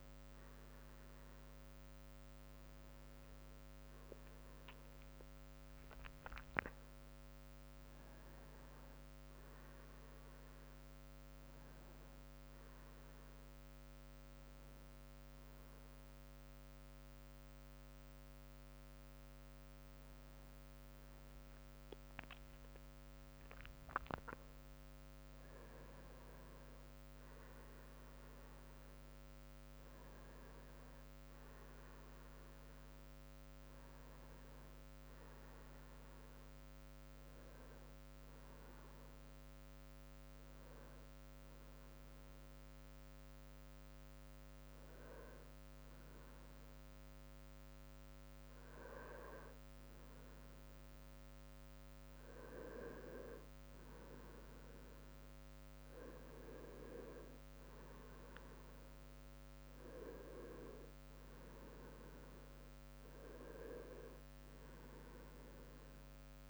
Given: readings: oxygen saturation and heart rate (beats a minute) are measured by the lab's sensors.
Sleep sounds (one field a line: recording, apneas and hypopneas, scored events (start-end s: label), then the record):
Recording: breathing in sleep by a microphone on the trachea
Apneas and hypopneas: 1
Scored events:
15.00-26.00 s: hypopnea (oxygen 98% before, 95% lowest, heart rate 69 before, 62 extreme, up 7 after)
28.50-32.50 s: arousal
From the record:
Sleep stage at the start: N1 (lightest sleep)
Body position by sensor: on the right side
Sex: male